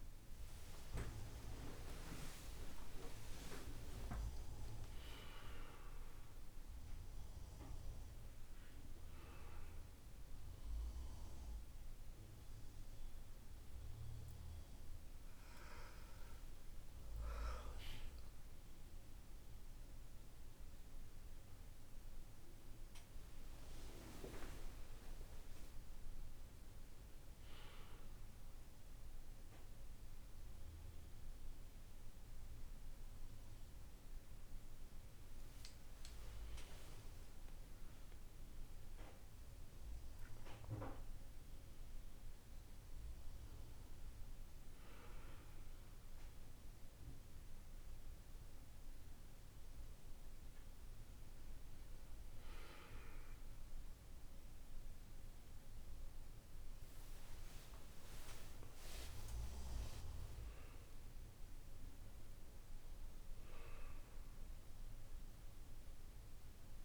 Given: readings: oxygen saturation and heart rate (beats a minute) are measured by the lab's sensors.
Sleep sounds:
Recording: a person awake in a sleep study, by a room microphone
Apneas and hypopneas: none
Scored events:
none scored
From the record:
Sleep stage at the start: awake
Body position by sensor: on the back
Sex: male

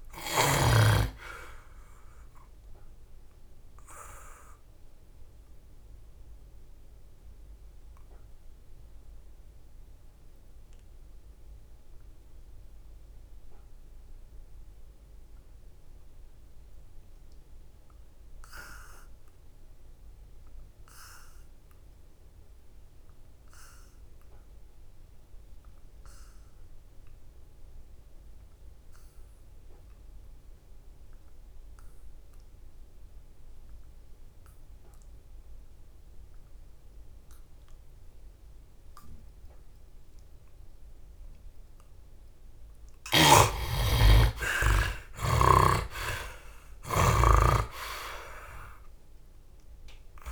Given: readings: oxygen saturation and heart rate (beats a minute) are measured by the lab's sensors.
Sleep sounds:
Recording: breathing in sleep by a room microphone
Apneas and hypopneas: 1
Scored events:
0.00-12.50 s: oxygen desaturation (device-marked, oxygen 51% lowest, heart rate 67 extreme)
2.00-41.50 s: obstructive apnea (oxygen 83% before, 51% lowest, heart rate 85 before, 67 extreme, up 20 after)
34.50-50.32 s: oxygen desaturation (device-marked, oxygen 85% before, 52% lowest, heart rate 69 before, 67 extreme)
43.50-47.00 s: arousal
From the record:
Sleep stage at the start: N2 (light sleep)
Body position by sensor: on the back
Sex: male

